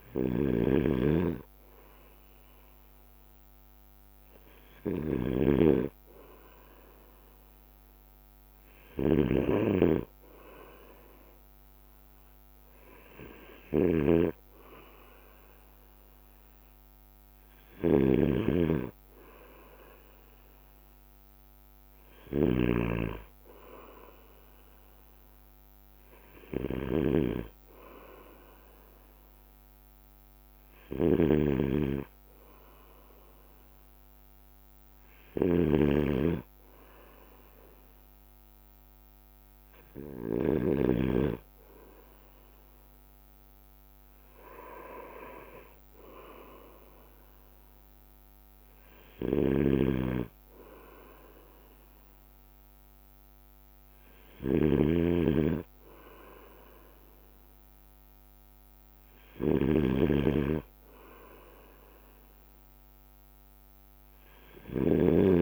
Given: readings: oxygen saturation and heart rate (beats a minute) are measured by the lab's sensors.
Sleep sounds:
breathing in sleep by a microphone on the trachea; none
0.00-6.50 s: bradycardia (device-marked, heart rate 55 extreme)
0.00-41.00 s: snoring (device-marked)
9.50-44.50 s: bradycardia (device-marked, heart rate 57 before, 55 extreme)
23.50-33.50 s: drop in pulse transit time (device-marked, heart rate 57 before, 56 extreme)
45.50-65.42 s: bradycardia (device-marked, heart rate 57 before, 57 extreme)
49.00-65.42 s: snoring (device-marked)
From the record:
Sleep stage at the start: N2 (light sleep); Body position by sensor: on the right side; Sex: male

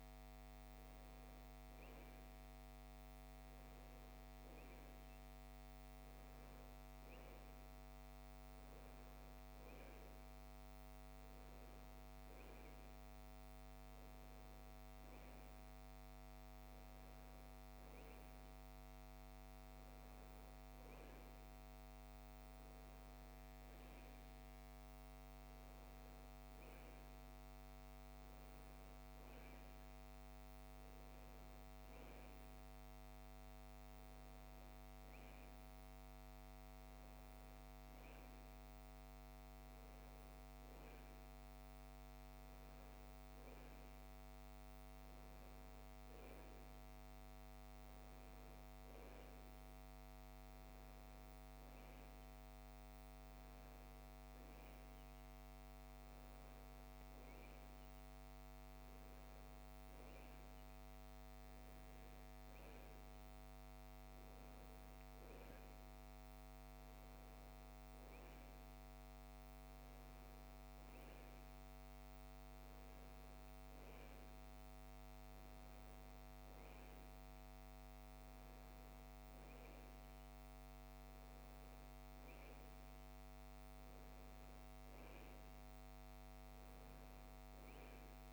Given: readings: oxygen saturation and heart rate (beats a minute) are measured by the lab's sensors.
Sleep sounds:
breathing in sleep, hard to hear, by a microphone on the trachea; none
none scored
From the record:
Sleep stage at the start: N1 (lightest sleep); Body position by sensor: on the right side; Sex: female

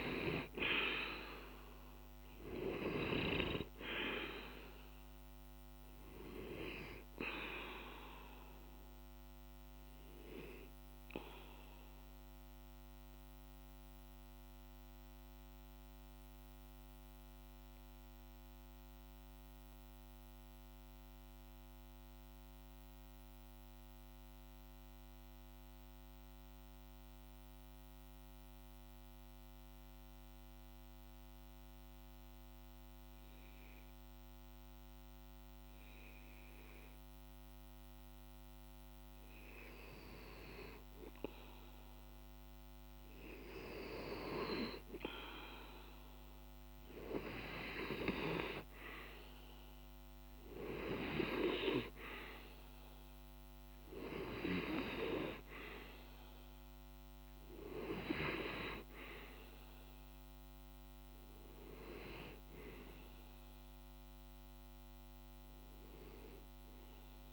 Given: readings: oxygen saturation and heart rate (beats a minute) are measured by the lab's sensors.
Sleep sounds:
breathing in sleep by a microphone on the trachea; 1
0.00-19.00 s: oxygen desaturation (device-marked, oxygen 90% lowest, heart rate 48 extreme)
10.00-37.50 s: mixed apnea (oxygen 98% before, 90% lowest, heart rate 53 before, 48 extreme, up 1 after)
37.00-67.33 s: oxygen desaturation (device-marked, oxygen 98% before, 90% lowest, heart rate 49 before, 47 extreme)
39.50-44.50 s: arousal
From the record:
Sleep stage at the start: N2 (light sleep); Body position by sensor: on the back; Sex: male

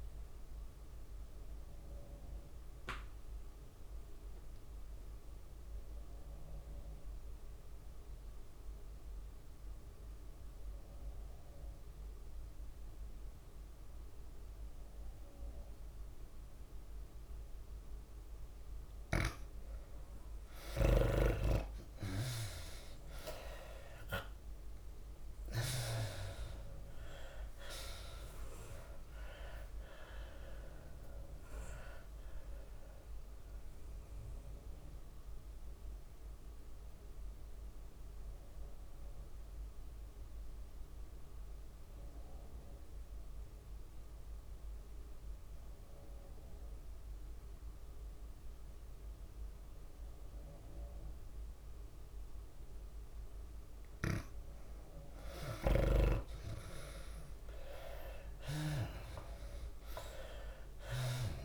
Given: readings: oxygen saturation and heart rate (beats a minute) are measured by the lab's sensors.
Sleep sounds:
breathing in sleep by a room microphone; 2
0.00-5.50 s: oxygen desaturation (device-marked, oxygen 85% lowest, heart rate 98 extreme)
0.00-6.50 s: drop in pulse transit time (device-marked, heart rate 103 extreme)
0.00-9.50 s: tachycardia (device-marked, heart rate 159 extreme)
0.50-19.00 s: mixed apnea (oxygen 98% before, 84% lowest, heart rate 104 before, 98 extreme, up 5 after)
18.50-47.50 s: oxygen desaturation (device-marked, oxygen 98% before, 84% lowest, heart rate 102 before, 96 extreme)
19.50-40.50 s: tachycardia (device-marked, heart rate 105 before, 106 extreme)
22.50-27.50 s: arousal
27.50-40.50 s: drop in pulse transit time (device-marked, heart rate 100 before, 103 extreme)
35.50-54.50 s: mixed apnea (oxygen 98% before, 84% lowest, heart rate 102 before, 96 extreme, up 7 after)
54.50-61.45 s: oxygen desaturation (device-marked, oxygen 99% before, 86% lowest, heart rate 100 before, 95 extreme)
54.50-61.45 s: tachycardia (device-marked, heart rate 105 before, 107 extreme)
58.00-61.45 s: arousal
From the record:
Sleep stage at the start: N2 (light sleep); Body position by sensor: on the left side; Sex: female

